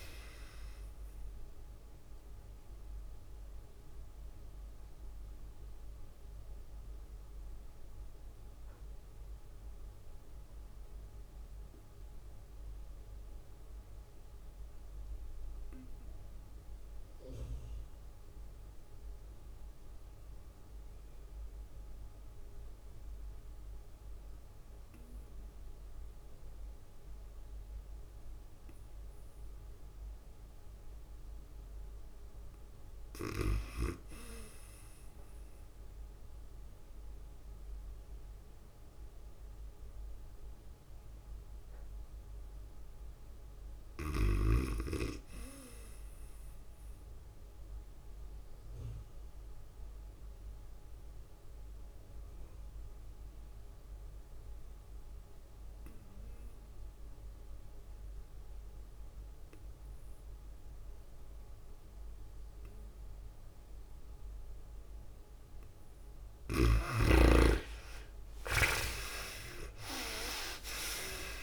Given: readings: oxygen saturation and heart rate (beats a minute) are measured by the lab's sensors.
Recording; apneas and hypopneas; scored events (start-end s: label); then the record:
breathing in sleep by a room microphone; 2
0.00-10.00 s: oxygen desaturation (device-marked, oxygen 70% lowest, heart rate 89 extreme)
0.00-20.00 s: tachycardia (device-marked, heart rate 127 extreme)
2.50-30.50 s: obstructive apnea (oxygen 99% before, 55% lowest, heart rate 110 before, 89 extreme, up 9 after)
16.00-60.00 s: oxygen desaturation (device-marked, oxygen 97% before, 66% lowest, heart rate 110 before, 89 extreme)
21.50-23.50 s: long interval between heartbeats (device-marked, heart rate 109 before, 103 extreme)
33.00-37.00 s: arousal
36.00-42.00 s: drop in pulse transit time (device-marked, heart rate 98 before, 97 extreme)
48.00-57.00 s: tachycardia (device-marked, heart rate 104 before, 103 extreme)
48.00-66.50 s: obstructive apnea (oxygen 91% before, 55% lowest, heart rate 98 before, 92 extreme, up 22 after)
62.00-71.43 s: oxygen desaturation (device-marked, oxygen 72% before, 55% lowest, heart rate 101 before, 96 extreme)
68.00-71.43 s: tachycardia (device-marked, heart rate 104 before, 122 extreme)
68.50-71.43 s: arousal
From the record:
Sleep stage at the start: N2 (light sleep); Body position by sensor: on the back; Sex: female